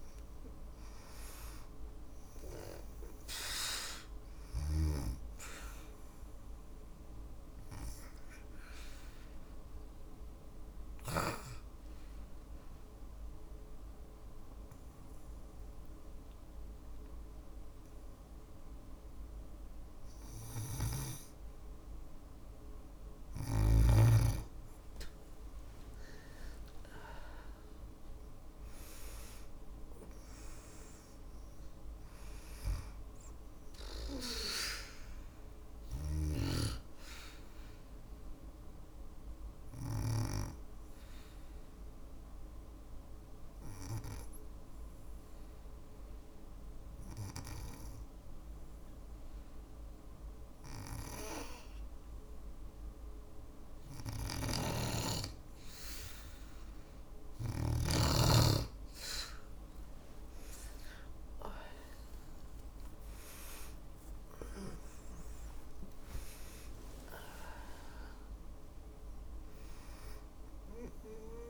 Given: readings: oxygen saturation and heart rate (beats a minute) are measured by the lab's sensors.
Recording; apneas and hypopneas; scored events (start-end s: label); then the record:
breathing in sleep by a room microphone; 2
5.50-21.50 s: oxygen desaturation (device-marked, oxygen 98% before, 93% lowest, heart rate 56 before, 53 extreme)
6.00-19.00 s: obstructive apnea (oxygen 98% before, 93% lowest, heart rate 56 before, 53 extreme, up 3 after)
25.50-29.50 s: arousal
30.50-49.50 s: oxygen desaturation (device-marked, oxygen 97% before, 94% lowest, heart rate 56 before, 53 extreme)
37.50-54.00 s: obstructive apnea (oxygen 97% before, 93% lowest, heart rate 57 before, 53 extreme, up 4 after)
53.50-57.00 s: snoring (device-marked)
59.00-64.50 s: arousal
62.50-71.50 s: oxygen desaturation (device-marked, oxygen 97% before, 93% lowest, heart rate 55 before, 53 extreme)
From the record:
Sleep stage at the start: N2 (light sleep); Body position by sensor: on the back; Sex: female